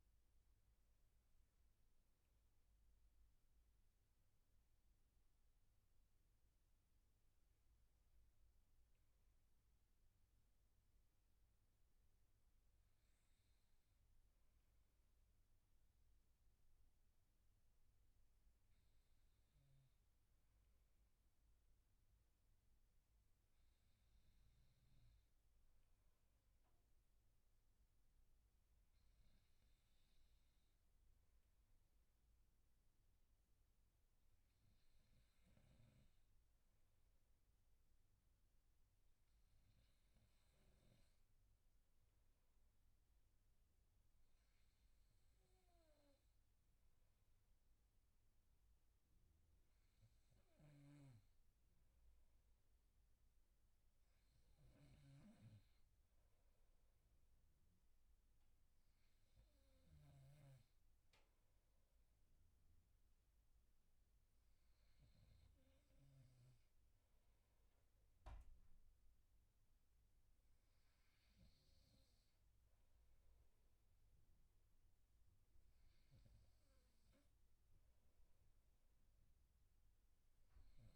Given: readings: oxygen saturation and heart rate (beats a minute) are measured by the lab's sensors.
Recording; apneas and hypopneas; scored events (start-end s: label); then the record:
breathing in sleep, hard to hear, by a room microphone; none
none scored
From the record:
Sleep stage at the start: N2 (light sleep); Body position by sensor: on the right side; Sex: male